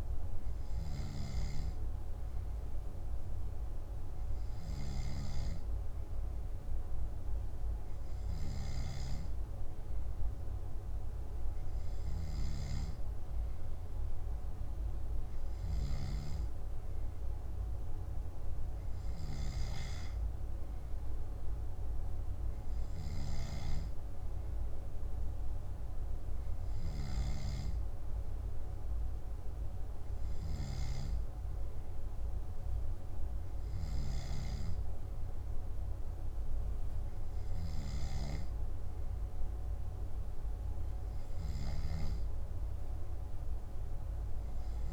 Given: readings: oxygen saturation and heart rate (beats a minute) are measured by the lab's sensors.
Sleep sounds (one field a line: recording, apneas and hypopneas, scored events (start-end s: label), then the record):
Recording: breathing in sleep by a room microphone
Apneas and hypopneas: none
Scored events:
none scored
From the record:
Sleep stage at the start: N2 (light sleep)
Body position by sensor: on the back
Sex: male